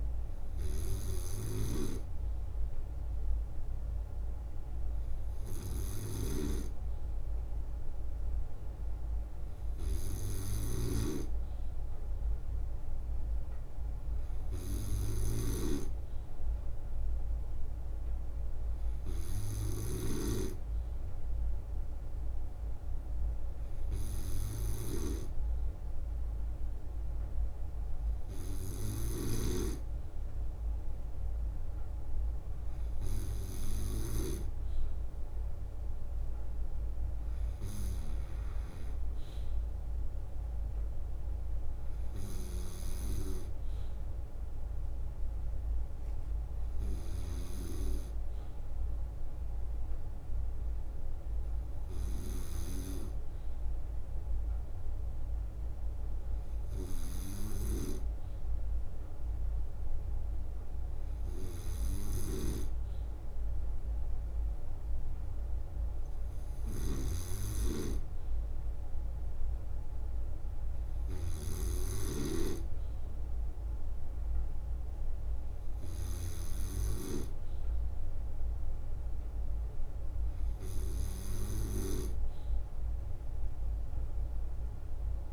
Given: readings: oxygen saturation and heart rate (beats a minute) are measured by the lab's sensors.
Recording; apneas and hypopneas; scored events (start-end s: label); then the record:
breathing in sleep by a room microphone; none
0.00-2.50 s: leg movement (device-marked)
0.00-20.00 s: snoring (device-marked)
4.50-8.00 s: leg movement (device-marked)
28.50-34.00 s: snoring (device-marked)
34.00-40.50 s: leg movement (device-marked)
42.00-52.50 s: snoring (device-marked)
49.00-66.00 s: drop in pulse transit time (device-marked, heart rate 66 before, 65 extreme)
60.50-66.50 s: leg movement (device-marked)
66.50-76.00 s: snoring (device-marked)
67.00-70.00 s: leg movement (device-marked)
76.50-83.00 s: leg movement (device-marked)
From the record:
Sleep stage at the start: N2 (light sleep); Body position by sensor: on the right side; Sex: male